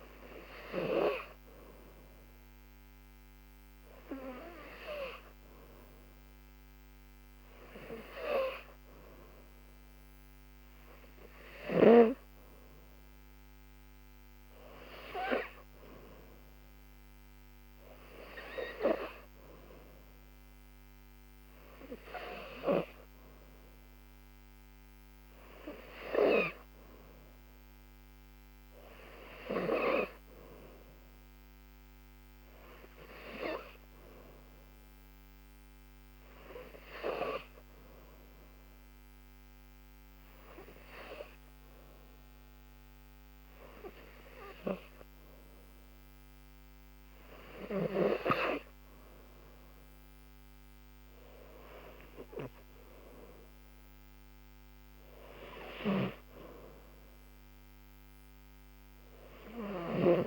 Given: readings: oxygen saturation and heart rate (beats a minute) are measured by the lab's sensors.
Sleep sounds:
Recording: breathing in sleep by a microphone on the trachea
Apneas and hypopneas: 1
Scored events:
35.50-49.00 s: hypopnea (oxygen 95% before, 93% lowest, heart rate 77 before, 73 extreme, up 5 after)
50.50-54.00 s: arousal
From the record:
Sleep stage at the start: N3 (deep sleep)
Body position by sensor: on the back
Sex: female

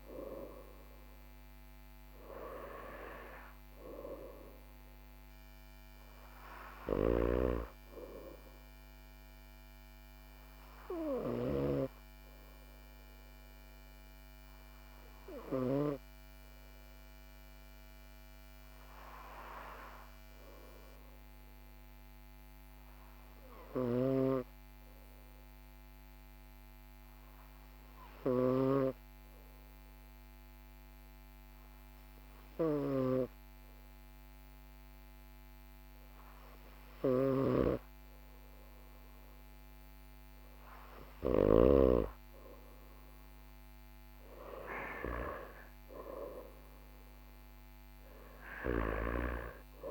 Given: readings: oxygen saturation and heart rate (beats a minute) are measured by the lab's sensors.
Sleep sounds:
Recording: breathing in sleep by a microphone on the trachea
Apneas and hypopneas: none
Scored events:
none scored
From the record:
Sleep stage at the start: N2 (light sleep)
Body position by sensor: on the right side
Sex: male

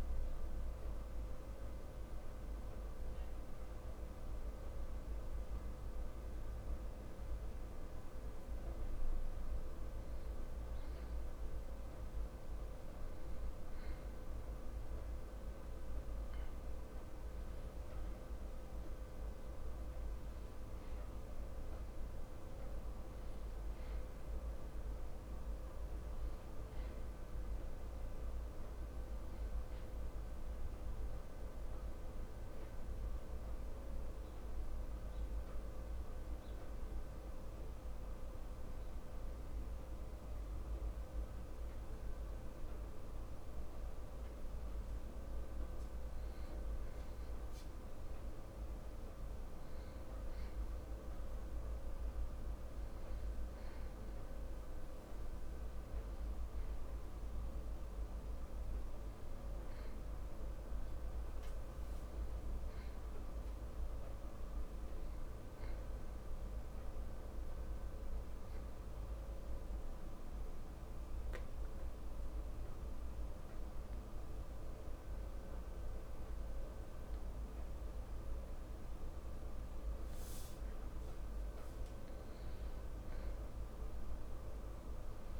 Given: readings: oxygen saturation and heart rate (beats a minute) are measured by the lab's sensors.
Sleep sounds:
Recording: breathing in sleep, hard to hear, by a room microphone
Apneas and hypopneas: 3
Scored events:
1.00-11.00 s: hypopnea (oxygen 97% before, 94% lowest)
17.50-21.50 s: arousal
35.50-46.00 s: obstructive apnea (oxygen 97% before, 92% lowest)
47.50-51.50 s: arousal
66.50-80.50 s: obstructive apnea (oxygen 97% before, 92% lowest)
From the record:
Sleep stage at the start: N2 (light sleep)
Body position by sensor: on the back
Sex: male

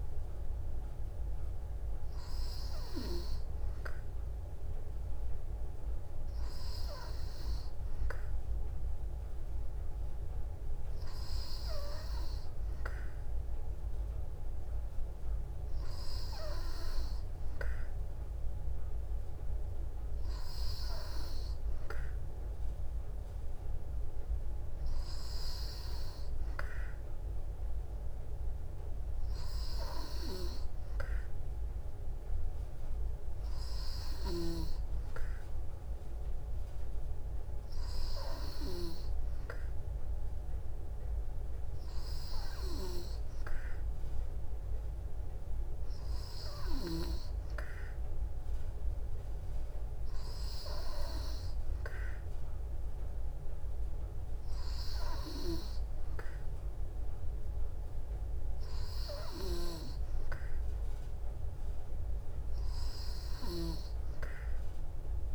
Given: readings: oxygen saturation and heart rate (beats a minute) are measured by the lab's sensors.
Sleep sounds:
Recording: breathing in sleep by a room microphone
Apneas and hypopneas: none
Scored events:
59.00-63.50 s: snoring (device-marked)
From the record:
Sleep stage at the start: N2 (light sleep)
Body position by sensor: on the back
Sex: female

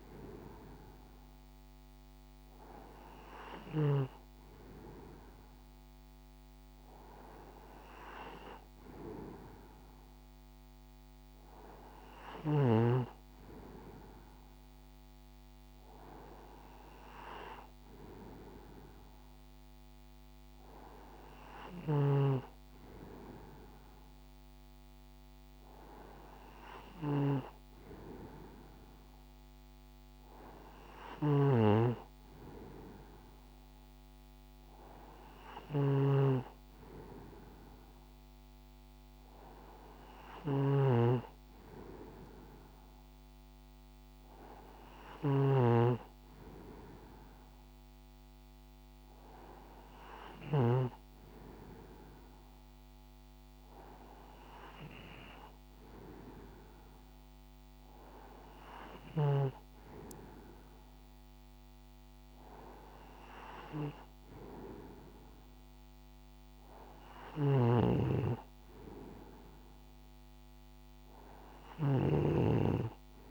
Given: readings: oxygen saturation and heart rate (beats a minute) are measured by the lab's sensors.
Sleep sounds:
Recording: breathing in sleep by a microphone on the trachea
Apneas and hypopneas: none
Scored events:
21.50-50.50 s: snoring (device-marked)
67.00-73.31 s: snoring (device-marked)
From the record:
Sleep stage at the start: N2 (light sleep)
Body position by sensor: on the right side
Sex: male

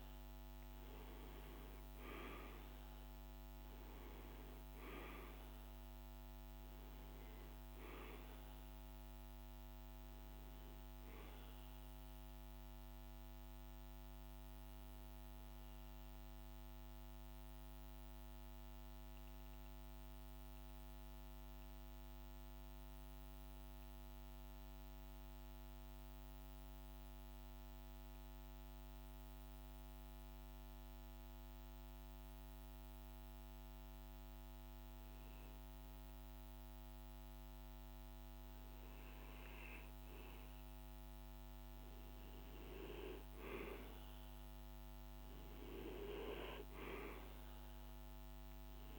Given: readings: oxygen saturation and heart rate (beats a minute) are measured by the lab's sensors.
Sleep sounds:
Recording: breathing in sleep by a microphone on the trachea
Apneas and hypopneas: 1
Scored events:
0.00-19.50 s: oxygen desaturation (device-marked, oxygen 92% lowest, heart rate 52 extreme)
19.50-32.50 s: central apnea (oxygen 97% before, 92% lowest, heart rate 55 before, 53 extreme, up 0 after)
39.50-44.50 s: arousal
40.50-48.98 s: oxygen desaturation (device-marked, oxygen 98% before, 92% lowest, heart rate 53 before, 51 extreme)
From the record:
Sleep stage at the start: N2 (light sleep)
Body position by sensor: on the right side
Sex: male

